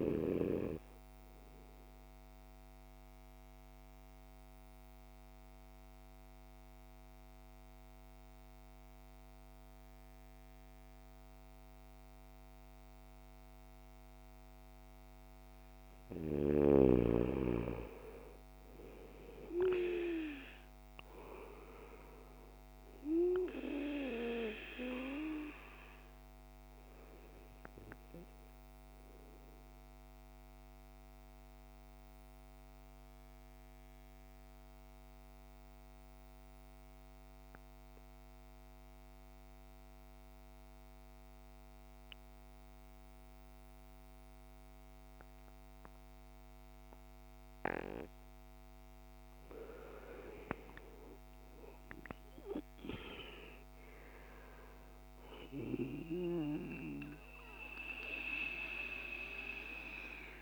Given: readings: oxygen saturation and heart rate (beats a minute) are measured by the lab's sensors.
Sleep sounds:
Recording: breathing in sleep by a microphone on the trachea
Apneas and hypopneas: 2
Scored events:
0.00-13.00 s: oxygen desaturation (device-marked, oxygen 89% lowest, heart rate 53 extreme)
2.00-16.50 s: obstructive apnea (oxygen 99% before, 85% lowest, heart rate 61 before, 53 extreme, up 7 after)
18.50-22.00 s: arousal
25.00-49.00 s: obstructive apnea (oxygen 98% before, 85% lowest, heart rate 57 before, 52 extreme, up 14 after)
26.00-43.00 s: oxygen desaturation (device-marked, oxygen 98% before, 91% lowest, heart rate 57 before, 53 extreme)
50.00-53.50 s: arousal
54.00-60.42 s: oxygen desaturation (device-marked, oxygen 98% before, 85% lowest, heart rate 57 before, 52 extreme)
From the record:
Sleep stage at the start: N2 (light sleep)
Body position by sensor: on the back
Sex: male

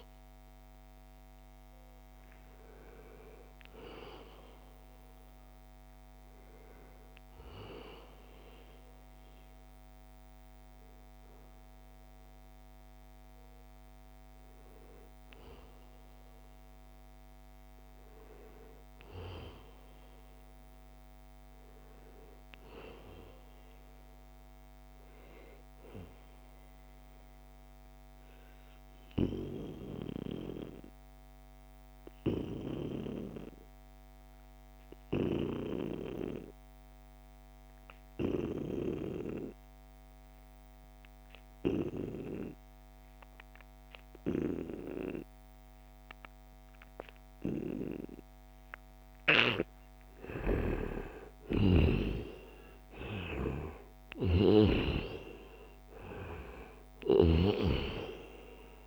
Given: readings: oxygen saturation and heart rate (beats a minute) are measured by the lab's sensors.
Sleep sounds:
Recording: breathing in sleep by a microphone on the trachea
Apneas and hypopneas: 1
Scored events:
0.00-8.50 s: oxygen desaturation (device-marked, oxygen 90% lowest, heart rate 69 extreme)
9.00-13.50 s: arousal
24.00-49.50 s: obstructive apnea (oxygen 98% before, 89% lowest, heart rate 77 before, 66 extreme, up 10 after)
35.50-58.87 s: oxygen desaturation (device-marked, oxygen 97% before, 89% lowest, heart rate 76 before, 66 extreme)
50.50-55.50 s: arousal
56.50-58.87 s: snoring (device-marked)
From the record:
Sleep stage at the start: N2 (light sleep)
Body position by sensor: on the back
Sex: male

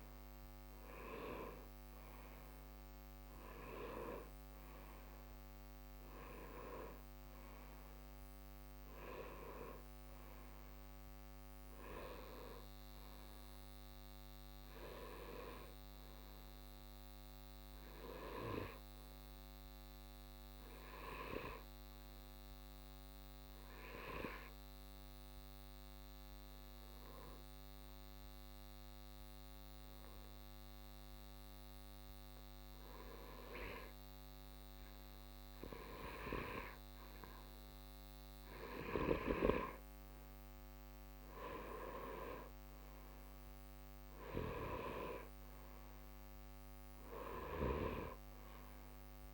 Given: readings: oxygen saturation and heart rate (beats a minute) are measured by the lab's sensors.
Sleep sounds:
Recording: breathing in sleep by a microphone on the trachea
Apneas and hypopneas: 1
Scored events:
0.00-4.50 s: arousal
16.00-39.50 s: hypopnea (oxygen 92% before, 90% lowest, heart rate 65 before, 62 extreme, up 1 after)
30.00-49.34 s: new sleep stage, N2 (light sleep)
42.00-47.00 s: arousal
45.00-49.34 s: oxygen desaturation (device-marked, oxygen 94% before, 90% lowest, heart rate 63 before, 62 extreme)
From the record:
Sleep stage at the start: N1 (lightest sleep)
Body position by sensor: on the right side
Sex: male

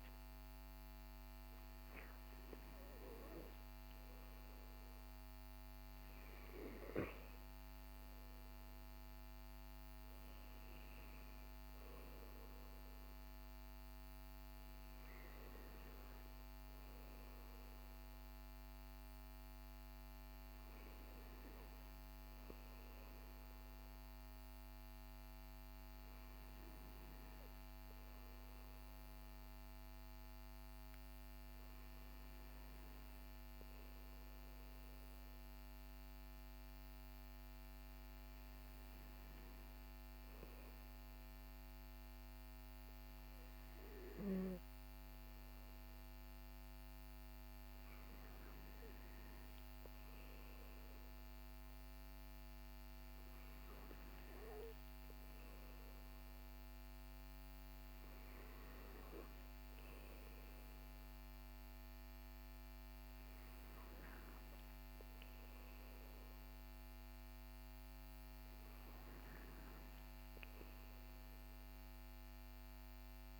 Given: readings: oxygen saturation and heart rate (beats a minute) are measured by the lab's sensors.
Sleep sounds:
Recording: breathing in sleep, hard to hear, by a microphone on the trachea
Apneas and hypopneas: none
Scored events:
none scored
From the record:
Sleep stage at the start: N2 (light sleep)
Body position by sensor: on the back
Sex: male

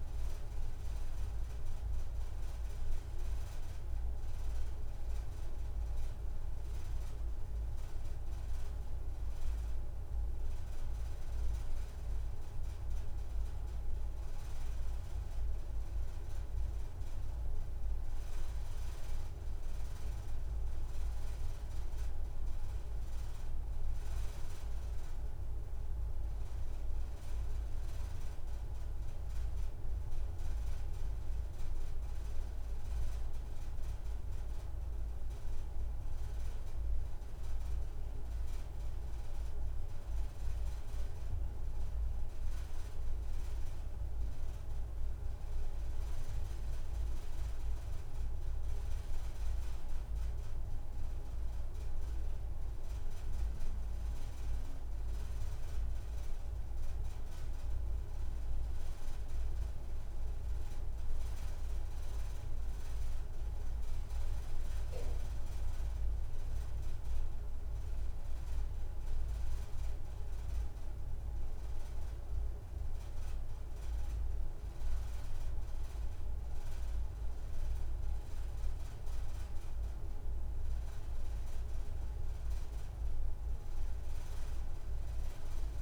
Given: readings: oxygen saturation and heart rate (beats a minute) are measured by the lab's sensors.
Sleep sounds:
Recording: breathing in sleep, hard to hear, by a room microphone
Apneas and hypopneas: none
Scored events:
0.50-2.50 s: long interval between heartbeats (device-marked, heart rate 141 before, 99 extreme)
3.50-5.50 s: long interval between heartbeats (device-marked, heart rate 132 before, 110 extreme)
79.00-81.00 s: long interval between heartbeats (device-marked)
82.50-84.50 s: long interval between heartbeats (device-marked)
84.50-85.82 s: long interval between heartbeats (device-marked, heart rate 43 before, 113 extreme)
From the record:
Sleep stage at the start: N2 (light sleep)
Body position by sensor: on the right side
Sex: female

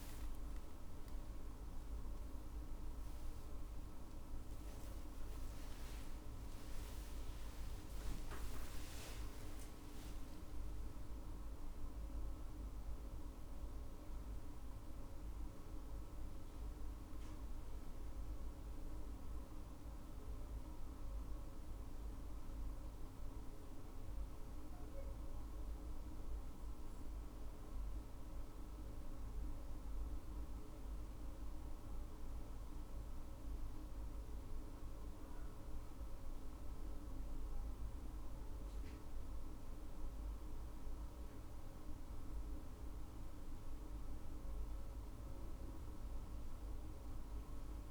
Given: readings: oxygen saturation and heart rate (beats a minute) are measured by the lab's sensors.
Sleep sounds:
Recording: a person awake in a sleep study, hard to hear, by a room microphone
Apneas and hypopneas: none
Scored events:
0.00-5.50 s: oxygen desaturation (device-marked, oxygen 97% lowest, heart rate 59 extreme)
7.50-14.50 s: oxygen desaturation (device-marked, oxygen 100% before, 97% lowest, heart rate 92 before, 59 extreme)
From the record:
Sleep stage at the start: awake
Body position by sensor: on the left side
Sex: female

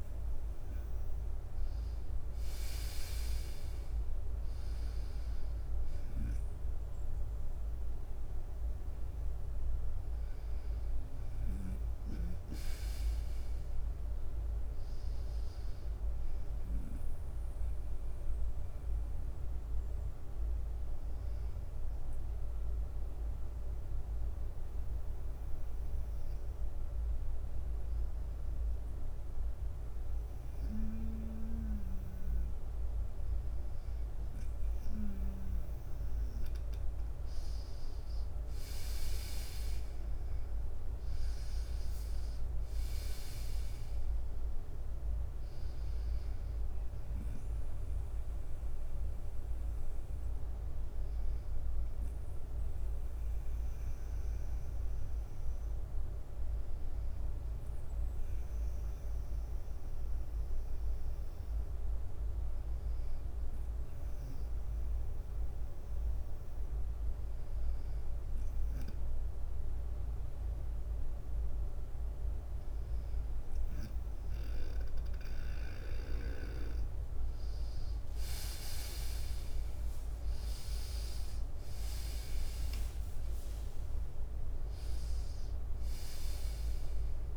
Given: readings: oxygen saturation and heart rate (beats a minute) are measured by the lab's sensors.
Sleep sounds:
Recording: breathing in sleep, hard to hear, by a room microphone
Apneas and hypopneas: 2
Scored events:
0.00-1.00 s: arousal
0.00-39.00 s: bradycardia (device-marked, heart rate 50 extreme)
20.00-31.00 s: drop in pulse transit time (device-marked, heart rate 56 before, 54 extreme)
20.50-32.00 s: hypopnea (oxygen 98% before, 96% lowest, heart rate 56 before, 51 extreme, up 4 after)
36.00-39.50 s: arousal
40.00-42.00 s: leg movement (device-marked)
44.00-78.00 s: bradycardia (device-marked, heart rate 57 before, 51 extreme)
53.00-71.00 s: hypopnea (oxygen 98% before, 96% lowest, heart rate 57 before, 52 extreme, up 3 after)
62.00-71.00 s: drop in pulse transit time (device-marked, heart rate 55 before, 53 extreme)
78.00-86.00 s: leg movement (device-marked)
80.00-85.00 s: arousal
82.00-87.36 s: drop in pulse transit time (device-marked, heart rate 55 before, 54 extreme)
From the record:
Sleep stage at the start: N2 (light sleep)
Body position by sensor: on the right side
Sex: male

